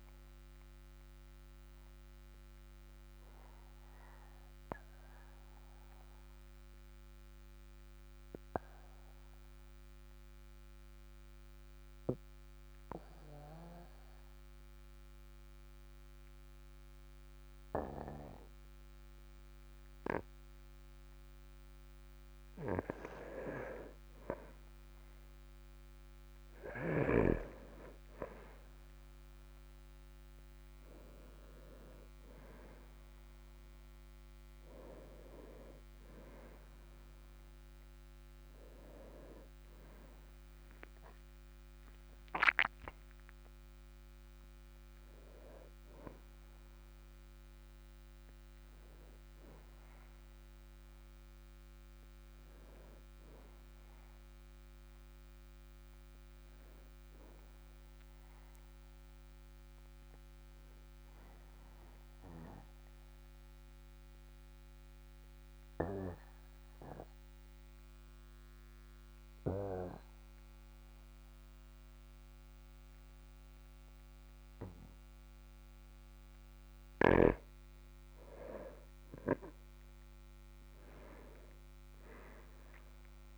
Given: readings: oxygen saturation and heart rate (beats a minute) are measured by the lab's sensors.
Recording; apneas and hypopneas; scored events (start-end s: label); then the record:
breathing in sleep by a microphone on the trachea; 2
1.00-22.00 s: obstructive apnea (oxygen 98% before, 95% lowest, heart rate 51 before, 46 extreme, up 3 after)
25.00-29.00 s: arousal
29.00-63.00 s: oxygen desaturation (device-marked, oxygen 98% before, 95% lowest, heart rate 48 before, 44 extreme)
59.00-77.50 s: obstructive apnea (oxygen 97% before, 94% lowest, heart rate 56 before, 44 extreme, up 4 after)
80.00-83.38 s: arousal
From the record:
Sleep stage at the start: N2 (light sleep); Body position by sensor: on the back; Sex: male